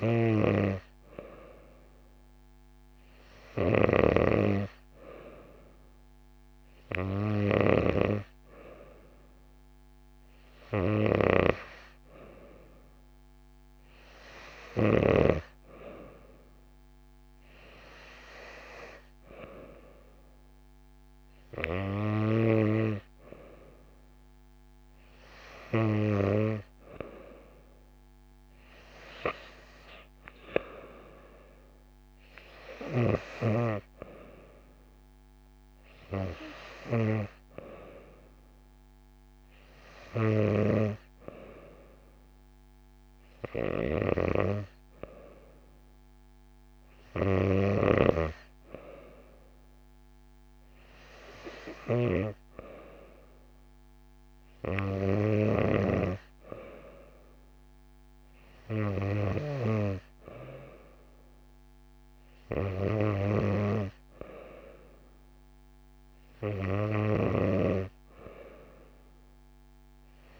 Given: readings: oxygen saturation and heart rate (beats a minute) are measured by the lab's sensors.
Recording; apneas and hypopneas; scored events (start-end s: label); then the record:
breathing in sleep by a microphone on the trachea; none
none scored
From the record:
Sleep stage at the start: N2 (light sleep); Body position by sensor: on the back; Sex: female